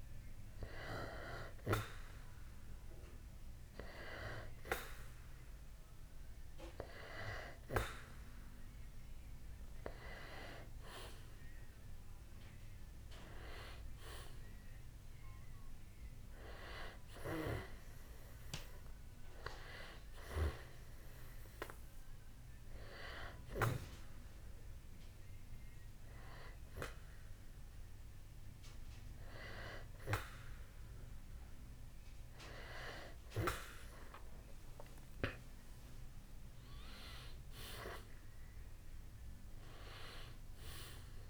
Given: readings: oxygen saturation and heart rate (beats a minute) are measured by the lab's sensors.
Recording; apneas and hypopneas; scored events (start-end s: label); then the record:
breathing in sleep by a room microphone; 1
21.50-32.50 s: hypopnea (oxygen 91% before, 90% lowest, heart rate 63 before, 60 extreme, up 6 after)
35.00-39.50 s: arousal
From the record:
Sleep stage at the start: N2 (light sleep); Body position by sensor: on the back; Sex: male